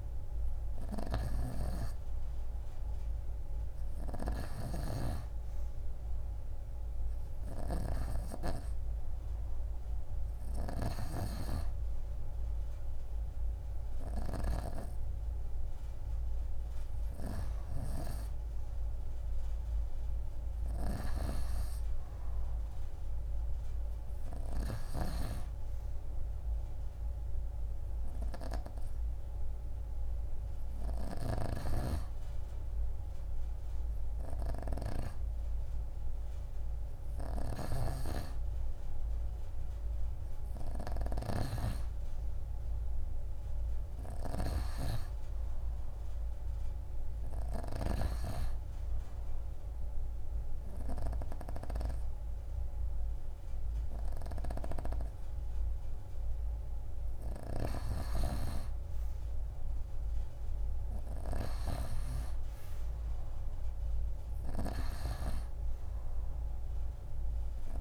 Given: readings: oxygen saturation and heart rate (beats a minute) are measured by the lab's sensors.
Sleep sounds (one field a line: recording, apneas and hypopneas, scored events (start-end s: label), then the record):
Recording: breathing in sleep by a room microphone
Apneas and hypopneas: 1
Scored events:
37.50-44.50 s: snoring (device-marked)
41.50-57.50 s: oxygen desaturation (device-marked, oxygen 93% before, 90% lowest)
48.50-58.50 s: obstructive apnea (oxygen 93% before, 88% lowest)
61.00-65.00 s: arousal
From the record:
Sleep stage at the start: N2 (light sleep)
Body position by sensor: on the right side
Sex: female